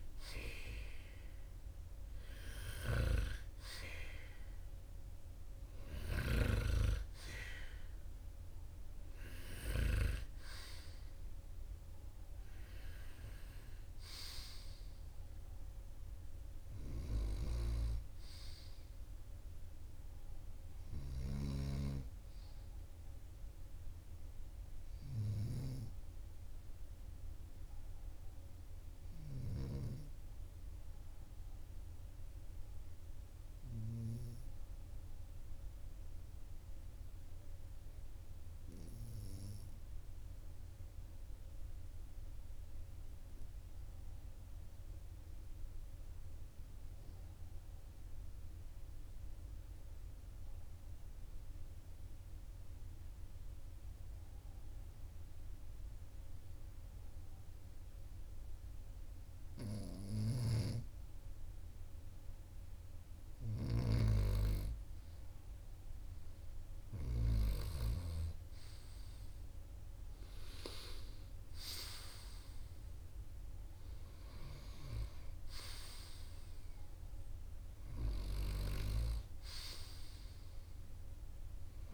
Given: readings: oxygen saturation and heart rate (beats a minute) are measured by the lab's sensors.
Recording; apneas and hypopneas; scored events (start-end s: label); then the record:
breathing in sleep by a room microphone; 1
34.00-59.50 s: obstructive apnea (oxygen 99% before, 94% lowest, heart rate 43 before, 35 extreme, up 8 after)
61.00-67.00 s: arousal
From the record:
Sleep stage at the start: N2 (light sleep); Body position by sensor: on the right side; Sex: male